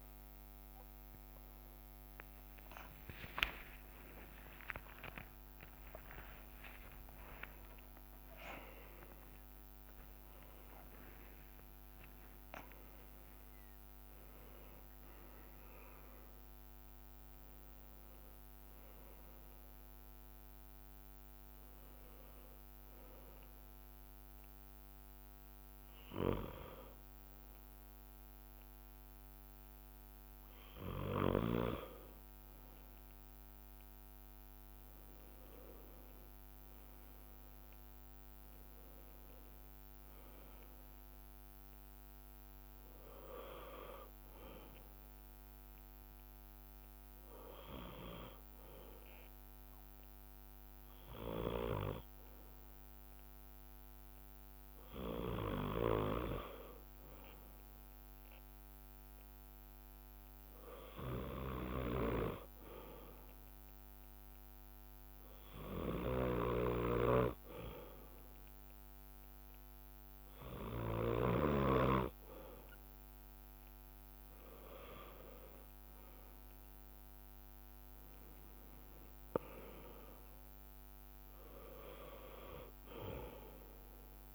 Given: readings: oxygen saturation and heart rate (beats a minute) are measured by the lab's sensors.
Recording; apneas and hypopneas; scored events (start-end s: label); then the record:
a person partly awake in a sleep study, by a microphone on the trachea; 1
0.00-1.50 s: long interval between heartbeats (device-marked, heart rate 124 extreme)
0.00-9.00 s: tachycardia (device-marked, heart rate 165 extreme)
0.00-16.00 s: oxygen desaturation (device-marked, oxygen 90% lowest, heart rate 57 extreme)
3.50-5.50 s: long interval between heartbeats (device-marked, heart rate 81 before, 122 extreme)
4.00-15.00 s: drop in pulse transit time (device-marked, heart rate 84 before, 79 extreme)
6.50-8.50 s: long interval between heartbeats (device-marked, heart rate 93 before, 156 extreme)
8.50-10.50 s: long interval between heartbeats (device-marked, heart rate 103 before, 154 extreme)
11.50-13.50 s: long interval between heartbeats (device-marked, heart rate 116 before, 89 extreme)
19.00-84.35 s: new sleep stage, N2 (light sleep)
23.00-34.00 s: bradycardia (device-marked, heart rate 68 before, 57 extreme)
31.00-41.00 s: leg movement (device-marked)
41.50-47.50 s: leg movement (device-marked)
42.00-63.00 s: bradycardia (device-marked, heart rate 68 before, 57 extreme)
45.50-56.00 s: hypopnea (oxygen 100% before, 95% lowest, heart rate 59 before, 57 extreme, up 2 after)
48.50-55.00 s: leg movement (device-marked)
55.00-61.00 s: leg movement (device-marked)
61.50-67.50 s: leg movement (device-marked)
66.50-68.50 s: long interval between heartbeats (device-marked, heart rate 58 before, 68 extreme)
68.50-79.00 s: leg movement (device-marked)
74.50-79.00 s: arousal
79.00-81.00 s: leg movement (device-marked)
82.00-84.35 s: bradycardia (device-marked, heart rate 68 before, 56 extreme)
From the record:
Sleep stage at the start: awake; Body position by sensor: on the left side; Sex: male